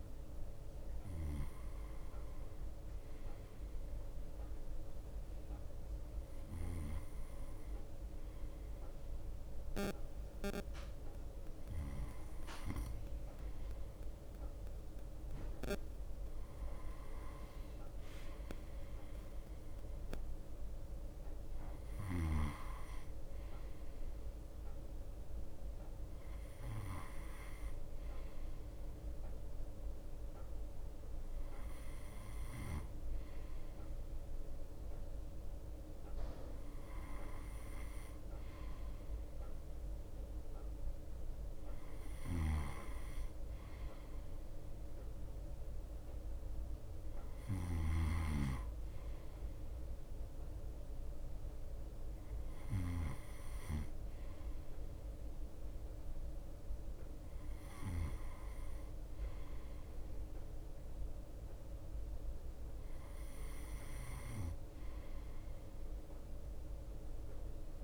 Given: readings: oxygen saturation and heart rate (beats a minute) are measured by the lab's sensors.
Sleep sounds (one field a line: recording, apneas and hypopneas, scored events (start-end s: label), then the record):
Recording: breathing in sleep by a room microphone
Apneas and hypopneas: none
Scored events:
0.00-5.50 s: drop in pulse transit time (device-marked, heart rate 26 extreme)
0.00-12.50 s: bradycardia (device-marked)
0.50-2.50 s: long interval between heartbeats (device-marked, heart rate 44 before, 45 extreme)
1.50-7.50 s: snoring (device-marked)
6.50-8.50 s: long interval between heartbeats (device-marked, heart rate 45 before, 35 extreme)
15.50-42.50 s: bradycardia (device-marked)
21.00-23.00 s: long interval between heartbeats (device-marked, heart rate 43 before, 53 extreme)
26.00-28.00 s: long interval between heartbeats (device-marked, heart rate 45 before, 44 extreme)
26.50-36.50 s: drop in pulse transit time (device-marked)
31.50-33.50 s: long interval between heartbeats (device-marked, heart rate 48 before, 26 extreme)
42.50-58.50 s: snoring (device-marked)
46.50-67.84 s: bradycardia (device-marked, heart rate 31 before, 26 extreme)
48.00-50.00 s: long interval between heartbeats (device-marked, heart rate 35 before, 64 extreme)
52.50-54.50 s: long interval between heartbeats (device-marked, heart rate 41 before, 54 extreme)
62.50-64.50 s: long interval between heartbeats (device-marked, heart rate 53 before, 52 extreme)
From the record:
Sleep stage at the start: N2 (light sleep)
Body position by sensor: on the right side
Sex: male